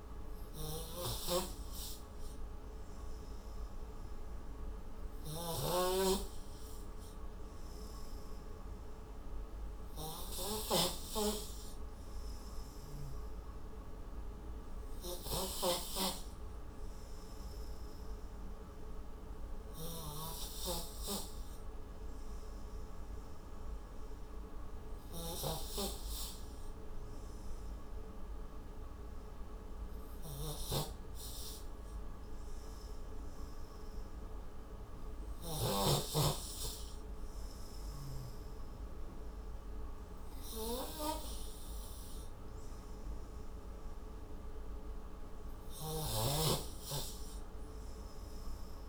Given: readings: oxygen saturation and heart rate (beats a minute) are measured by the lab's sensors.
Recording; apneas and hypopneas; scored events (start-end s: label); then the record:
breathing in sleep by a room microphone; 1
1.00-16.00 s: snoring (device-marked)
21.50-33.00 s: hypopnea (oxygen 93% before, 90% lowest, heart rate 72 before, 37 extreme, up 49 after)
25.00-36.00 s: snoring (device-marked)
36.00-39.50 s: arousal
46.00-48.89 s: snoring (device-marked)
From the record:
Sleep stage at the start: N3 (deep sleep); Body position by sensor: on the right side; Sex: male